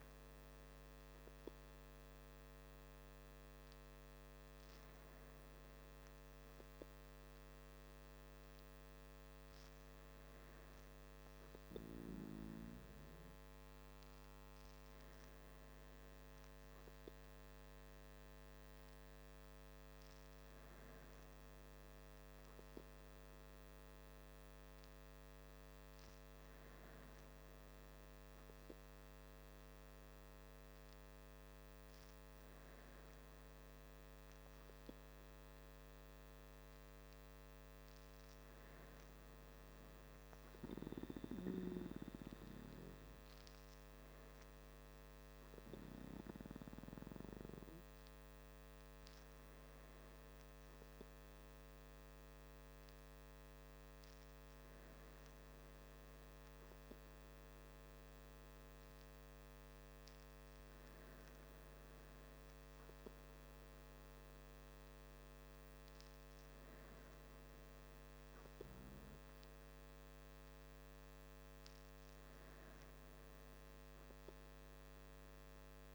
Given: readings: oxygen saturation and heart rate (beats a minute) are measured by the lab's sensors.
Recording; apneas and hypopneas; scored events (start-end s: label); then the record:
breathing in sleep by a microphone on the trachea; none
43.50-75.95 s: new sleep stage, N3 (deep sleep)
From the record:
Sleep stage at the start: N2 (light sleep); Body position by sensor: on the back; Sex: male